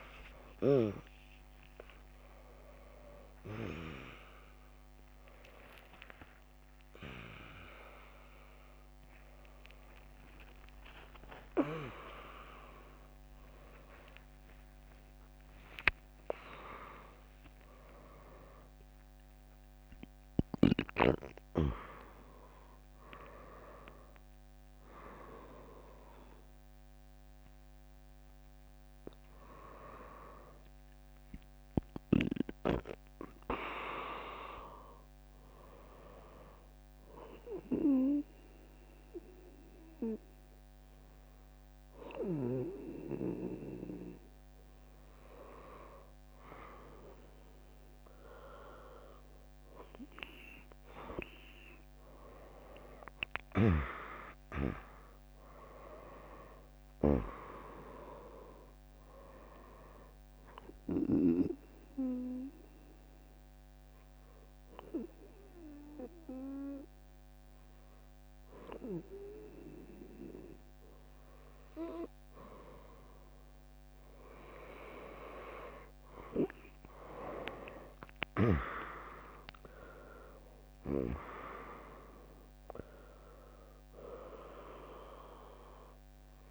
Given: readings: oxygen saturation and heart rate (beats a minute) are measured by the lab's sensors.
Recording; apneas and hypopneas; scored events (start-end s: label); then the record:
a person partly awake in a sleep study, by a microphone on the trachea; 1
0.50-16.50 s: drop in pulse transit time (device-marked, heart rate 99 before, 90 extreme)
8.50-15.50 s: tachycardia (device-marked, heart rate 76 before, 122 extreme)
12.00-14.00 s: long interval between heartbeats (device-marked, heart rate 98 before, 116 extreme)
22.50-52.50 s: new sleep stage, N1 (lightest sleep)
52.50-57.00 s: arousal
52.50-86.50 s: new sleep stage, N2 (light sleep)
59.50-70.50 s: drop in pulse transit time (device-marked, heart rate 77 before, 86 extreme)
59.50-71.50 s: hypopnea (oxygen 99% before, 96% lowest, heart rate 77 before, 63 extreme)
73.50-78.50 s: arousal
83.50-86.50 s: drop in pulse transit time (device-marked, heart rate 78 before, 84 extreme)
From the record:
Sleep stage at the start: awake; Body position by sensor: on the right side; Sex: female